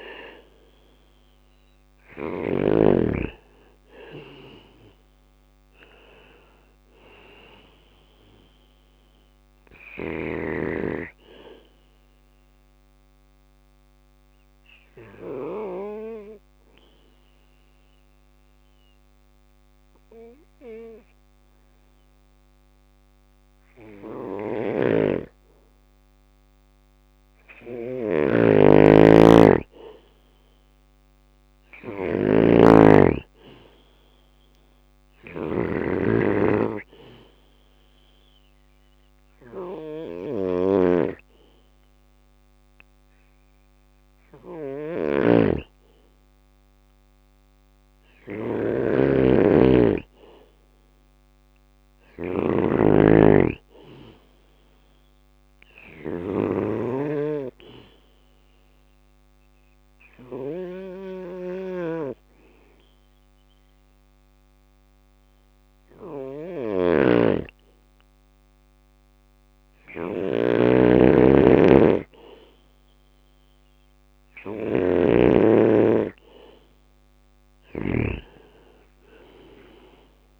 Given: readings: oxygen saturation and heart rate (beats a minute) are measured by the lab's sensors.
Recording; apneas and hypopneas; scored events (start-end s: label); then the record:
breathing in sleep by a microphone on the trachea; 3
0.00-1.50 s: snoring (device-marked)
0.00-2.50 s: arousal
0.00-11.00 s: drop in pulse transit time (device-marked, heart rate 60 extreme)
5.00-22.00 s: oxygen desaturation (device-marked, oxygen 96% before, 92% lowest, heart rate 61 before, 57 extreme)
8.00-15.00 s: bradycardia (device-marked, heart rate 61 before, 57 extreme)
8.00-24.00 s: obstructive apnea (oxygen 96% before, 92% lowest, heart rate 62 before, 59 extreme, up 2 after)
23.00-77.00 s: snoring (device-marked)
25.00-28.00 s: arousal
33.00-49.00 s: oxygen desaturation (device-marked, oxygen 98% before, 93% lowest, heart rate 60 before, 60 extreme)
35.00-45.00 s: obstructive apnea (oxygen 98% before, 93% lowest, heart rate 61 before, 60 extreme, up 2 after)
49.50-53.00 s: arousal
55.50-66.50 s: obstructive apnea (oxygen 98% before, 93% lowest, heart rate 61 before, 58 extreme, up 3 after)
73.00-77.00 s: arousal
From the record:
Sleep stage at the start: N2 (light sleep); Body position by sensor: on the back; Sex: male